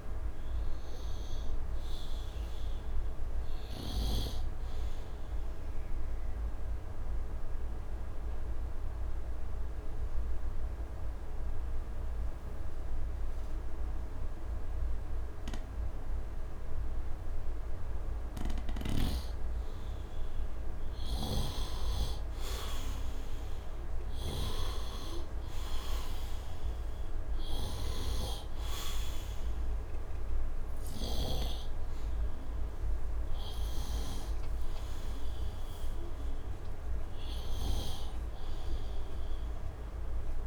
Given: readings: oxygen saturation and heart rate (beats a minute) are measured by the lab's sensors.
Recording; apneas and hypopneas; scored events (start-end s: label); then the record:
breathing in sleep by a room microphone; 1
0.00-11.50 s: oxygen desaturation (device-marked, oxygen 91% lowest, heart rate 70 extreme)
6.00-20.50 s: obstructive apnea (oxygen 99% before, 83% lowest, heart rate 76 before, 70 extreme, up 10 after)
21.00-31.50 s: snoring (device-marked)
22.00-26.50 s: arousal
25.50-40.47 s: oxygen desaturation (device-marked, oxygen 97% before, 88% lowest, heart rate 74 before, 74 extreme)
From the record:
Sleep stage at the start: N2 (light sleep); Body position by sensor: on the right side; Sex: male